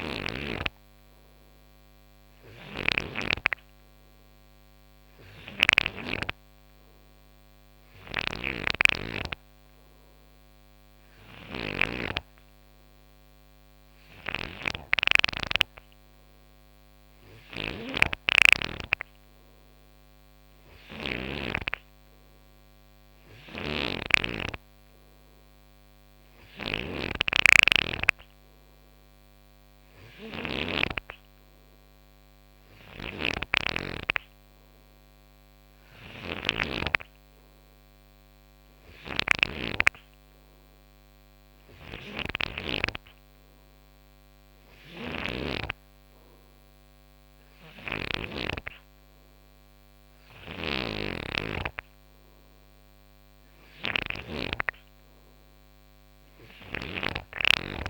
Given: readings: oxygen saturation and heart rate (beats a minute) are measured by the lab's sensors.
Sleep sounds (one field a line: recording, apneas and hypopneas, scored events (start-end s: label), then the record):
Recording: breathing in sleep by a microphone on the trachea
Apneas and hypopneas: none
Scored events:
2.00-5.50 s: snoring (device-marked)
7.50-21.00 s: snoring (device-marked)
23.00-30.50 s: snoring (device-marked)
32.50-48.00 s: snoring (device-marked)
50.00-54.00 s: snoring (device-marked)
56.00-57.90 s: snoring (device-marked)
From the record:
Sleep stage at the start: N3 (deep sleep)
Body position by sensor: on the right side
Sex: male